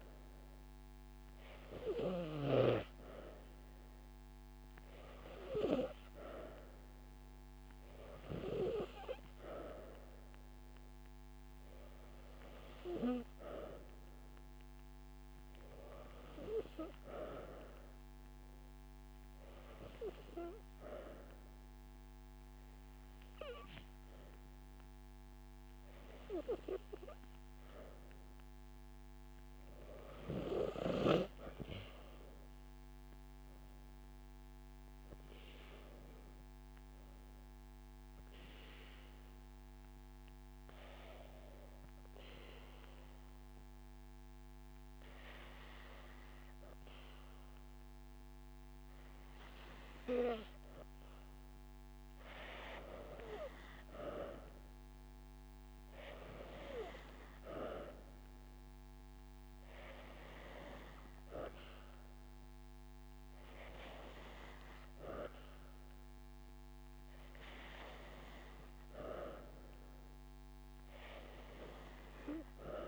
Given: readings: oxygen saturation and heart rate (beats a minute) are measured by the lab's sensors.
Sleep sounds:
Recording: breathing in sleep by a microphone on the trachea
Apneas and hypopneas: 1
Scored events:
3.00-7.00 s: drop in pulse transit time (device-marked)
7.50-9.50 s: long interval between heartbeats (device-marked)
10.50-12.50 s: long interval between heartbeats (device-marked)
13.00 s: drop in pulse transit time (device-marked)
22.00-72.88 s: new sleep stage, N2 (light sleep)
32.50-36.00 s: arousal
40.00-52.00 s: hypopnea (oxygen 94% before, 92% lowest)
52.00-55.50 s: arousal
62.00-65.00 s: drop in pulse transit time (device-marked)
62.50-64.50 s: long interval between heartbeats (device-marked)
From the record:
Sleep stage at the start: N3 (deep sleep)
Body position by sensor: on the back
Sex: female

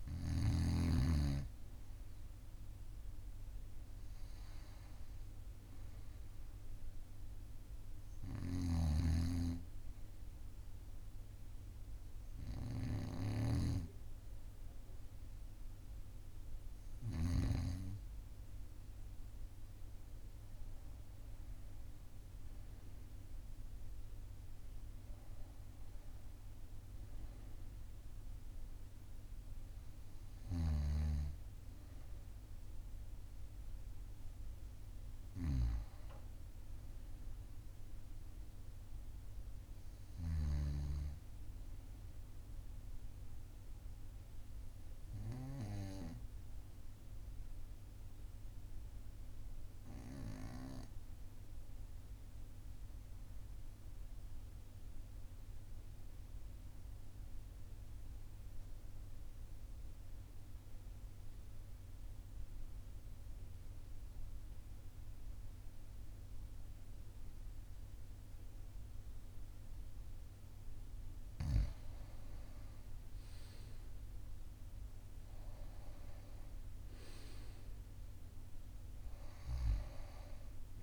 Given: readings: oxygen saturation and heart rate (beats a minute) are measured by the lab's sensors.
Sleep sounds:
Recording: breathing in sleep by a room microphone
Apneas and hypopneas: 1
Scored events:
6.50-80.83 s: new sleep stage, N2 (light sleep)
19.00-23.50 s: arousal
49.00-70.50 s: obstructive apnea (oxygen 98% before, 93% lowest, heart rate 42 before, 41 extreme, up 2 after)
71.50-76.00 s: arousal
From the record:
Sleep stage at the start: REM sleep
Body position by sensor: on the right side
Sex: male

